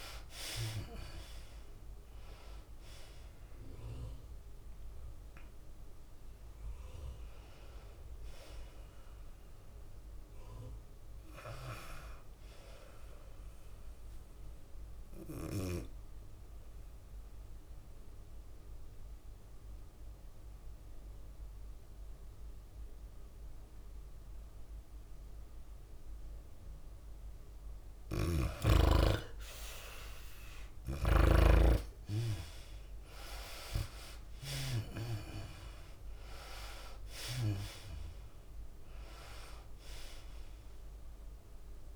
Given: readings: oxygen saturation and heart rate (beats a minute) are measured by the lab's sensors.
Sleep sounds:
breathing in sleep by a room microphone; 1
0.00-11.00 s: drop in pulse transit time (device-marked, heart rate 107 extreme)
0.00-16.00 s: oxygen desaturation (device-marked, oxygen 77% lowest, heart rate 96 extreme)
0.00-41.96 s: tachycardia (device-marked, heart rate 168 extreme)
12.50-14.50 s: long interval between heartbeats (device-marked, heart rate 110 before, 117 extreme)
17.00-29.00 s: obstructive apnea (oxygen 97% before, 83% lowest, heart rate 116 before, 106 extreme, up 16 after)
19.00-21.00 s: long interval between heartbeats (device-marked, heart rate 116 before, 122 extreme)
23.00-25.00 s: long interval between heartbeats (device-marked, heart rate 118 before, 137 extreme)
28.00-30.00 s: long interval between heartbeats (device-marked, heart rate 122 before, 115 extreme)
29.00-41.96 s: oxygen desaturation (device-marked, oxygen 97% before, 83% lowest, heart rate 123 before, 106 extreme)
31.50-34.50 s: arousal
32.50-34.50 s: long interval between heartbeats (device-marked, heart rate 124 before, 128 extreme)
36.00-38.00 s: long interval between heartbeats (device-marked, heart rate 125 before, 130 extreme)
From the record:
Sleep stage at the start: N2 (light sleep); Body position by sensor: on the back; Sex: female

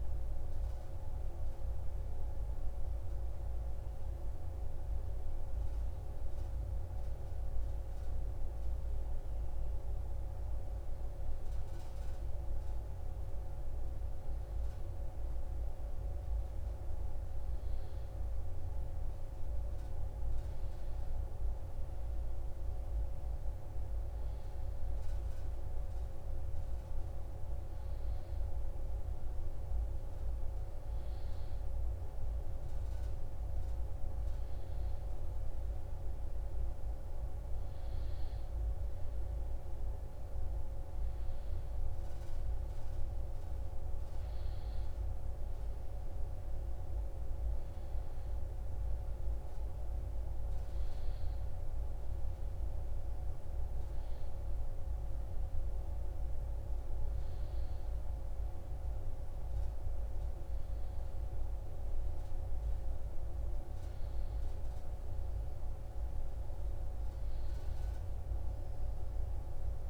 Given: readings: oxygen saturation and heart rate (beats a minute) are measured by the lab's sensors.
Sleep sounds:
a person awake in a sleep study, hard to hear, by a room microphone; none
none scored
From the record:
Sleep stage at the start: awake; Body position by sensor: on the right side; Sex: male

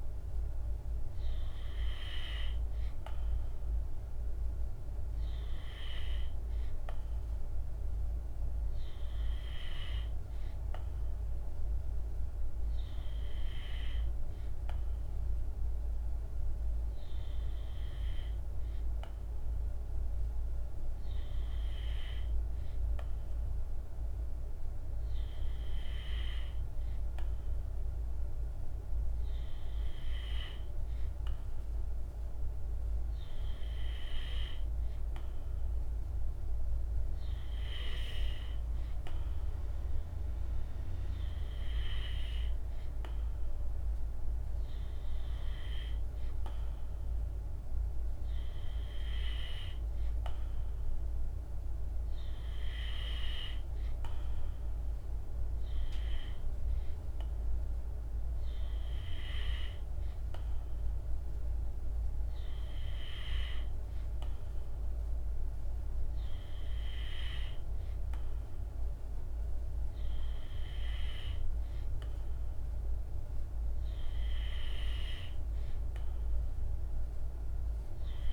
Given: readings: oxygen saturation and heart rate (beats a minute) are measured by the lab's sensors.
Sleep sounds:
breathing in sleep by a room microphone; none
none scored
From the record:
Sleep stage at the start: N2 (light sleep); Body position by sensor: on the back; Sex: male

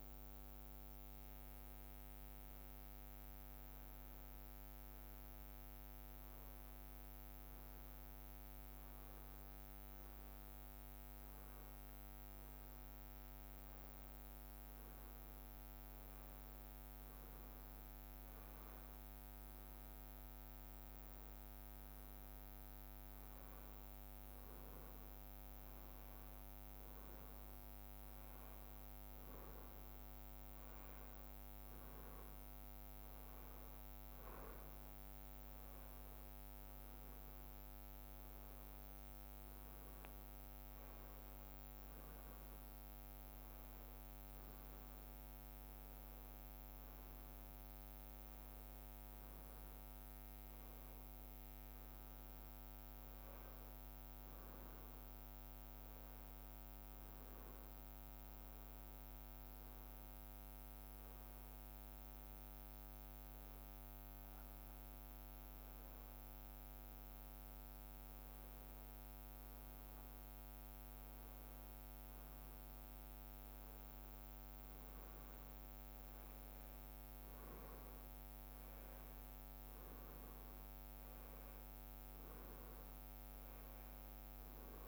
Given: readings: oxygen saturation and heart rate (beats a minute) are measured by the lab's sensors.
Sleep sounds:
breathing in sleep, hard to hear, by a microphone on the trachea; none
63.50-68.00 s: arousal
66.00-81.00 s: drop in pulse transit time (device-marked, heart rate 57 before, 57 extreme)
From the record:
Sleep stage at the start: N2 (light sleep); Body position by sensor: on the back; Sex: male

